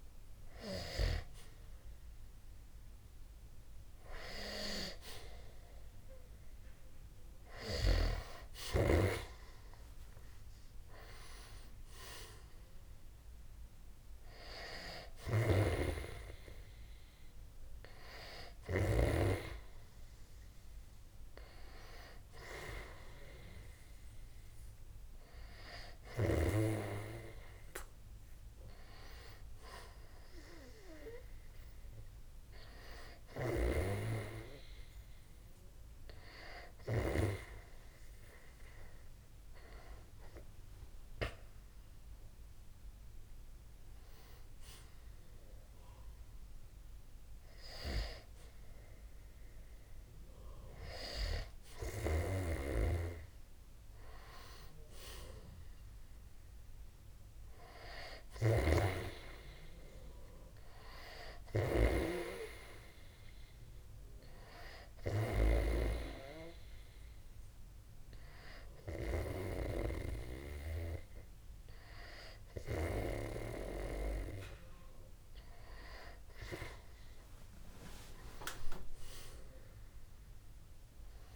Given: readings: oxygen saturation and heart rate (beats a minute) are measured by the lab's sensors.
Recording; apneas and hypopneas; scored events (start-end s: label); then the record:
breathing in sleep by a room microphone; 1
7.50-19.50 s: oxygen desaturation (device-marked, oxygen 96% before, 92% lowest, heart rate 63 before, 60 extreme)
55.50-59.50 s: arousal
58.00-65.00 s: snoring (device-marked)
63.50-73.50 s: hypopnea (oxygen 96% before, 92% lowest, heart rate 62 before, 60 extreme, up 5 after)
78.50-81.36 s: arousal
From the record:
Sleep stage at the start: N2 (light sleep); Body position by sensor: on the back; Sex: male